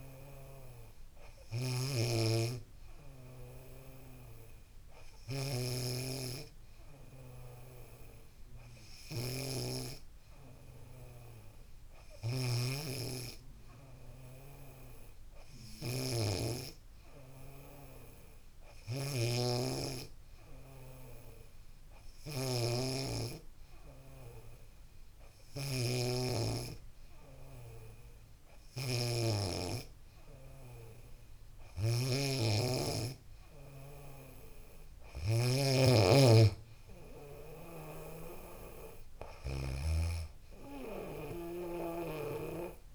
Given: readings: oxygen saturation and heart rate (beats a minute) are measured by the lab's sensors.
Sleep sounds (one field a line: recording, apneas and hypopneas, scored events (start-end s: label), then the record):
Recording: a person awake in a sleep study, by a room microphone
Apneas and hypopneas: none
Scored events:
none scored
From the record:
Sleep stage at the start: awake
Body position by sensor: on the back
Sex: female